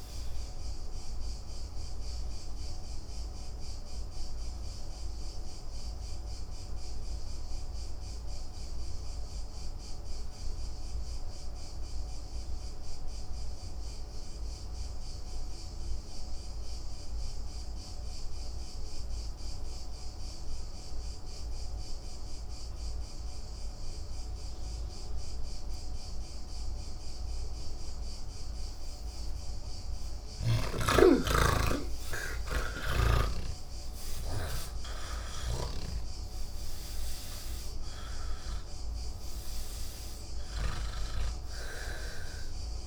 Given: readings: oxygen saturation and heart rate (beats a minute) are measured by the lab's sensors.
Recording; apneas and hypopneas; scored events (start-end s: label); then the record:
breathing in sleep by a room microphone; 1
0.00-15.50 s: oxygen desaturation (device-marked, oxygen 81% lowest, heart rate 152 extreme)
1.00-28.50 s: obstructive apnea (oxygen 98% before, 78% lowest, heart rate 189 before, 152 extreme, up 32 after)
15.50-42.87 s: new sleep stage, N1 (lightest sleep)
28.50-42.87 s: oxygen desaturation (device-marked, oxygen 97% before, 78% lowest, heart rate 176 before, 101 extreme)
From the record:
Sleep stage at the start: N3 (deep sleep); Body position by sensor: on the back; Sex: male